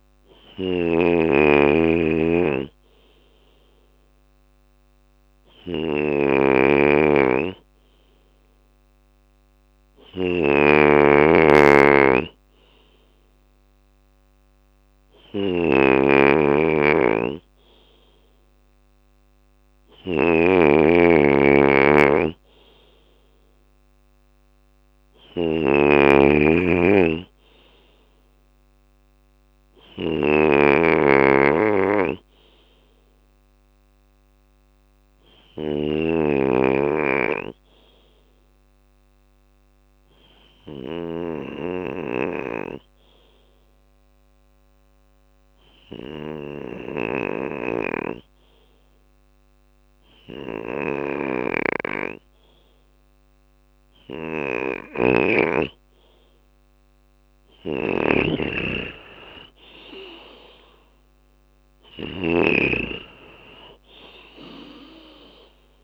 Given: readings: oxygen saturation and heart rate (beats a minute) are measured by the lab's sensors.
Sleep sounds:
breathing in sleep by a microphone on the trachea; 1
0.00-46.50 s: snoring (device-marked)
29.00-32.50 s: arousal
35.00-53.50 s: obstructive apnea (oxygen 96% before, 93% lowest, heart rate 66 before, 62 extreme, up 6 after)
53.00-65.84 s: snoring (device-marked)
54.50-65.84 s: drop in pulse transit time (device-marked, heart rate 63 before, 63 extreme)
57.00-61.00 s: arousal
From the record:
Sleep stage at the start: N2 (light sleep); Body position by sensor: on the left side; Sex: male

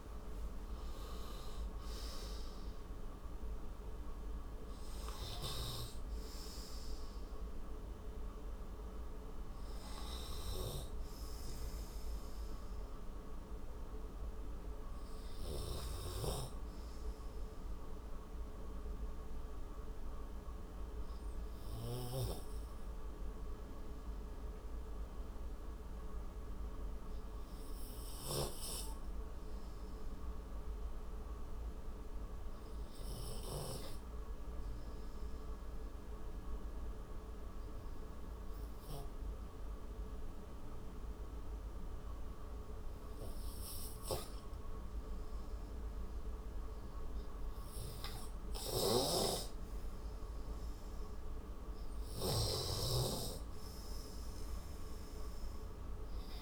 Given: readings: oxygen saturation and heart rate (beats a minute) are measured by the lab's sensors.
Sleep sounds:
breathing in sleep by a room microphone; 1
0.00-18.00 s: oxygen desaturation (device-marked, oxygen 85% lowest)
19.00-48.00 s: obstructive apnea (oxygen 90% before, 89% lowest, heart rate 46 before, 28 extreme, up 41 after)
50.00-54.00 s: arousal
From the record:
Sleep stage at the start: N2 (light sleep); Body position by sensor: on the right side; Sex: male

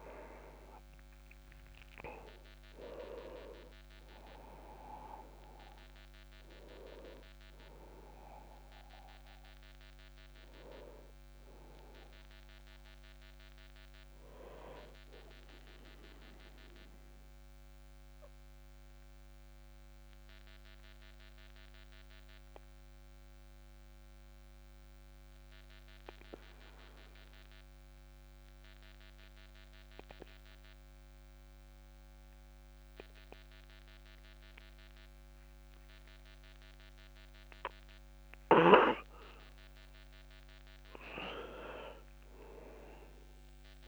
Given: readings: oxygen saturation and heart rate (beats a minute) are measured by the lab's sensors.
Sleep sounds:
breathing in sleep by a microphone on the trachea; 1
0.00-24.50 s: oxygen desaturation (device-marked, oxygen 88% lowest, heart rate 28 extreme)
17.00-39.00 s: obstructive apnea (oxygen 98% before, 88% lowest, heart rate 45 before, 35 extreme, up 39 after)
40.50-43.88 s: arousal
From the record:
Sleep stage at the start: N2 (light sleep); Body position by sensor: on the back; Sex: male

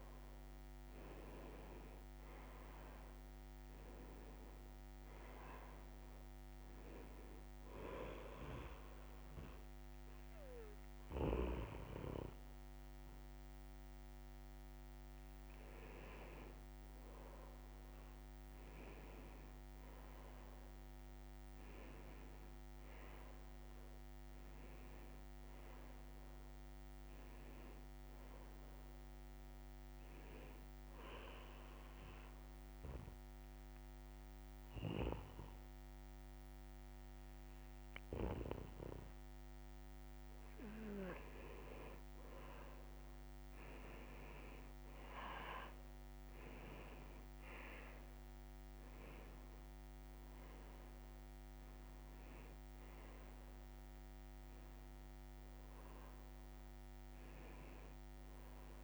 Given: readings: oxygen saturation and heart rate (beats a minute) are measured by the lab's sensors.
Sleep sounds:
breathing in sleep by a microphone on the trachea; 1
15.50-23.50 s: oxygen desaturation (device-marked, oxygen 99% before, 95% lowest, heart rate 74 before, 70 extreme)
24.00-27.50 s: arousal
30.50-41.50 s: obstructive apnea (oxygen 99% before, 92% lowest, heart rate 71 before, 70 extreme, up 4 after)
39.50-58.84 s: new sleep stage, N2 (light sleep)
45.00-50.00 s: arousal
55.50-58.84 s: oxygen desaturation (device-marked, oxygen 97% before, 92% lowest, heart rate 73 before, 71 extreme)
From the record:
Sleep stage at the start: N1 (lightest sleep); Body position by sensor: on the back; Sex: male

